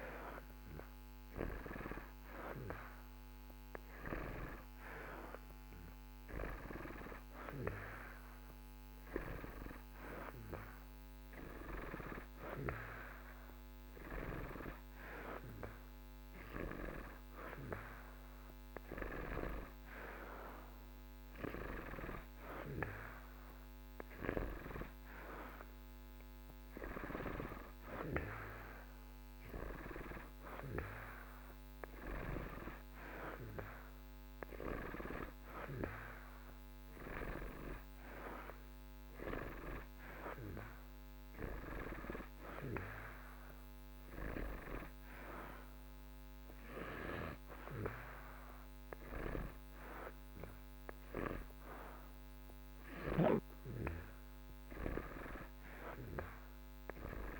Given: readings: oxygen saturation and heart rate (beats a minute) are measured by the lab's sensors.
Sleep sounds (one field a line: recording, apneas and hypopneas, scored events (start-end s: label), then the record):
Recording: breathing in sleep by a microphone on the trachea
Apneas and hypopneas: none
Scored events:
none scored
From the record:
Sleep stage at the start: N2 (light sleep)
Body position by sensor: on the back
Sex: male